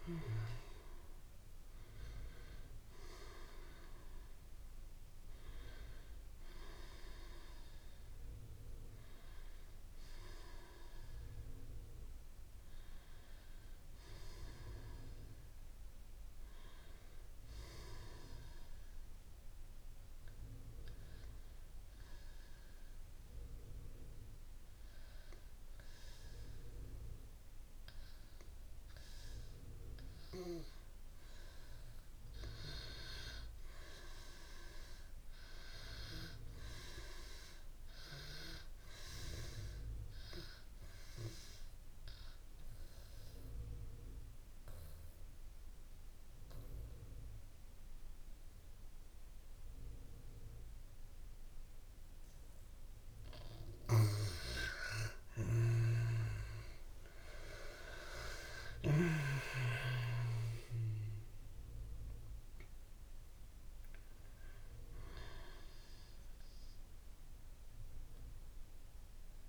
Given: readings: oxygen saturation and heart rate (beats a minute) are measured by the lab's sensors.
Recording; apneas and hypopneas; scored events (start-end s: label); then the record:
breathing in sleep by a room microphone; 2
0.00-14.50 s: oxygen desaturation (device-marked, oxygen 85% lowest)
18.00-29.50 s: central apnea (oxygen 97% before, 84% lowest)
31.50-50.50 s: oxygen desaturation (device-marked, oxygen 97% before, 89% lowest)
32.00-35.00 s: arousal
40.50-53.00 s: obstructive apnea (oxygen 97% before, 84% lowest)
55.50-58.50 s: arousal
57.50-69.49 s: oxygen desaturation (device-marked, oxygen 93% before, 84% lowest)
From the record:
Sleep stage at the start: N2 (light sleep); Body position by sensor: on the back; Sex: female